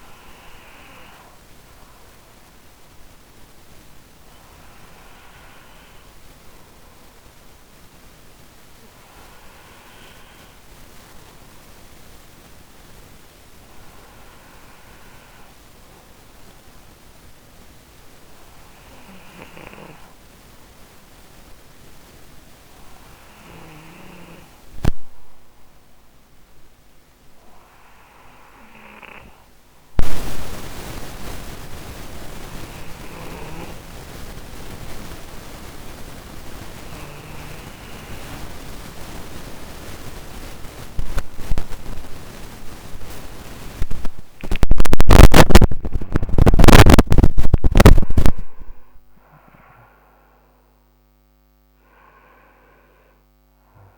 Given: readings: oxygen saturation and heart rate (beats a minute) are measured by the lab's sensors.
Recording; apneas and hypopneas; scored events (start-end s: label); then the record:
breathing in sleep by a microphone on the trachea; 1
2.00-53.98 s: new sleep stage, N2 (light sleep)
18.50-33.00 s: hypopnea (oxygen 96% before, 93% lowest)
42.50-47.00 s: arousal
From the record:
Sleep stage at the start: N1 (lightest sleep); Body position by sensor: on the right side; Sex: male